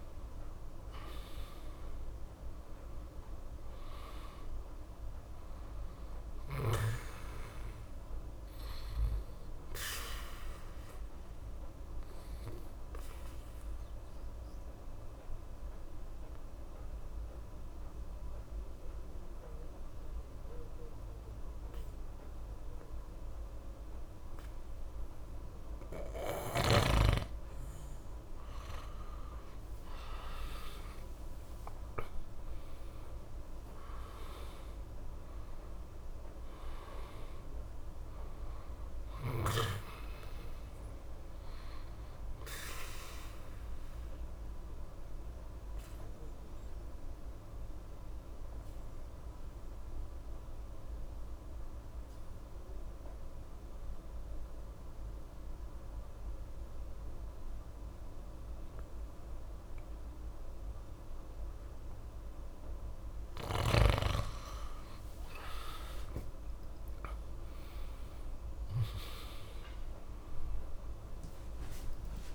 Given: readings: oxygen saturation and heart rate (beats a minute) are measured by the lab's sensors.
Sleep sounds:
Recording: breathing in sleep by a room microphone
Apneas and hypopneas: 2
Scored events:
0.00-21.00 s: oxygen desaturation (device-marked, oxygen 87% lowest, heart rate 63 extreme)
10.00-27.50 s: obstructive apnea (oxygen 96% before, 84% lowest, heart rate 68 before, 63 extreme, up 5 after)
29.00-34.00 s: arousal
32.00-53.00 s: oxygen desaturation (device-marked, oxygen 96% before, 87% lowest, heart rate 67 before, 64 extreme)
44.00-63.00 s: obstructive apnea (oxygen 96% before, 83% lowest, heart rate 66 before, 64 extreme, up 2 after)
66.00-72.35 s: oxygen desaturation (device-marked, oxygen 97% before, 83% lowest, heart rate 67 before, 65 extreme)
69.00-72.35 s: arousal
From the record:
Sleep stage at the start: N2 (light sleep)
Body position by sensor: on the back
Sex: male

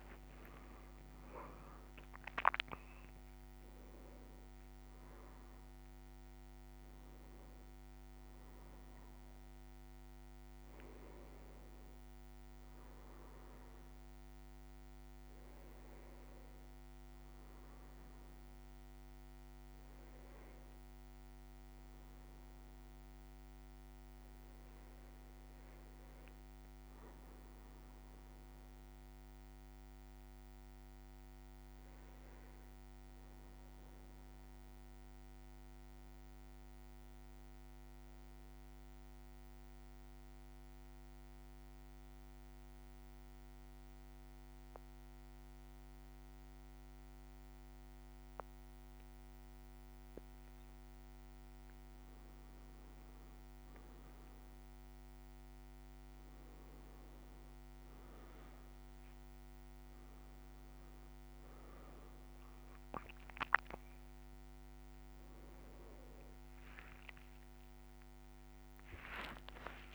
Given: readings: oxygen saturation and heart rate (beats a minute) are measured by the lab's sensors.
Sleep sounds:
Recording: a person partly awake in a sleep study, hard to hear, by a microphone on the trachea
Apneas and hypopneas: 1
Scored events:
0.00-12.50 s: oxygen desaturation (device-marked, oxygen 92% lowest, heart rate 56 extreme)
3.50-69.95 s: new sleep stage, N1 (lightest sleep)
35.00-51.00 s: central apnea (oxygen 100% before, 94% lowest, heart rate 57 before, 56 extreme, up 5 after)
49.00-52.00 s: leg movement (device-marked)
53.00-58.50 s: arousal
54.50-69.95 s: oxygen desaturation (device-marked, oxygen 99% before, 94% lowest, heart rate 57 before, 56 extreme)
68.00-69.95 s: arousal
From the record:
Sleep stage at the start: awake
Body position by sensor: on the back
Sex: male

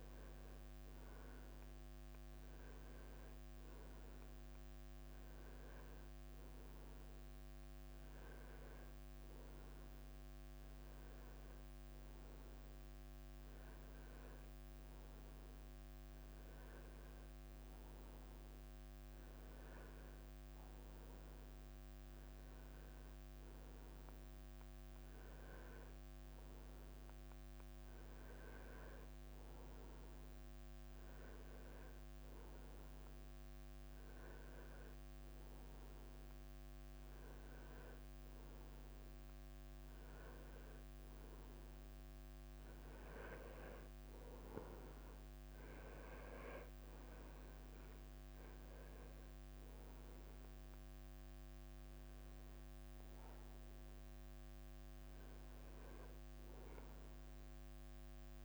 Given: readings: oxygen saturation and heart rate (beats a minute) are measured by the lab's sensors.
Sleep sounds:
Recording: breathing in sleep, hard to hear, by a microphone on the trachea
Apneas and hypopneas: none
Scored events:
12.50-30.50 s: oxygen desaturation (device-marked, oxygen 97% before, 93% lowest, heart rate 98 before, 98 extreme)
38.50-53.50 s: tachycardia (device-marked, heart rate 98 before, 104 extreme)
56.50-58.45 s: tachycardia (device-marked, heart rate 98 before, 101 extreme)
From the record:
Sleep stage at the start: N1 (lightest sleep)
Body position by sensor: on the right side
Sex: male

